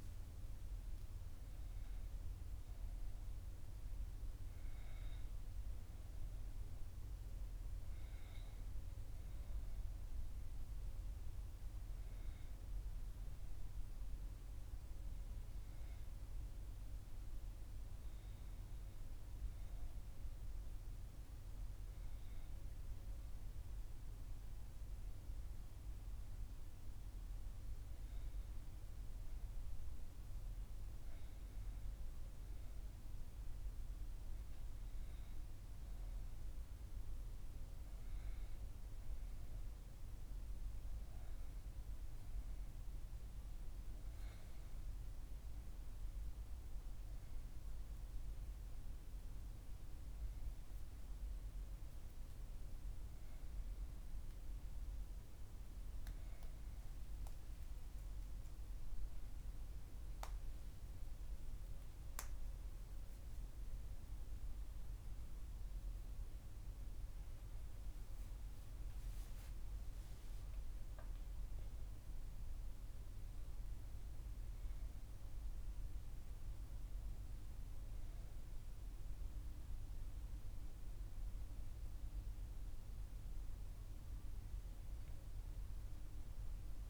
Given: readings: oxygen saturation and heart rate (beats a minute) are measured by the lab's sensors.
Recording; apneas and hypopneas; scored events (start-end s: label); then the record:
a person partly awake in a sleep study, hard to hear, by a room microphone; none
0.00-8.50 s: oxygen desaturation (device-marked, oxygen 92% lowest, heart rate 59 extreme)
57.50-86.90 s: new sleep stage, awake
From the record:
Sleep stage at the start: N2 (light sleep); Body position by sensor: on the back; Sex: female